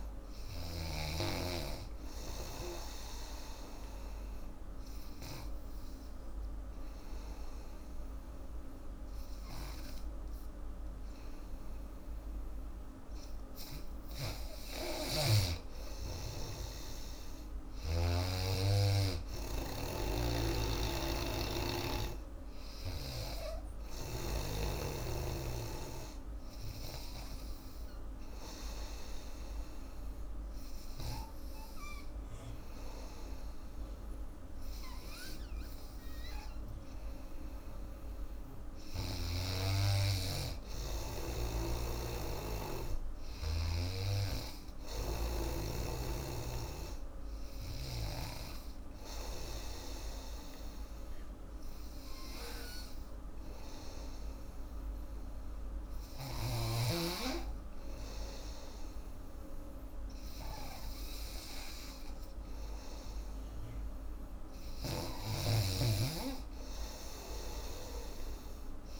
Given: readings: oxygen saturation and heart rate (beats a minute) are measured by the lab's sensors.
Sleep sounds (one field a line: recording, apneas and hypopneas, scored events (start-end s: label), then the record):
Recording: breathing in sleep by a room microphone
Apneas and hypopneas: 3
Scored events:
0.00-2.50 s: snoring (device-marked)
0.00-6.50 s: oxygen desaturation (device-marked, oxygen 93% lowest, heart rate 78 extreme)
2.00-15.00 s: obstructive apnea (oxygen 99% before, 93% lowest, heart rate 82 before, 78 extreme, up 1 after)
17.50-20.50 s: arousal
17.50-33.50 s: oxygen desaturation (device-marked, oxygen 98% before, 93% lowest, heart rate 83 before, 79 extreme)
18.50-69.00 s: new sleep stage, N2 (light sleep)
26.50-38.00 s: hypopnea (oxygen 98% before, 93% lowest, heart rate 82 before, 80 extreme, up 1 after)
39.50-42.50 s: arousal
50.00-62.50 s: hypopnea (oxygen 98% before, 91% lowest, heart rate 83 before, 80 extreme, up 4 after)
64.50-69.00 s: snoring (device-marked)
66.50-69.00 s: arousal
From the record:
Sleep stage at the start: N3 (deep sleep)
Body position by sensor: on the back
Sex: female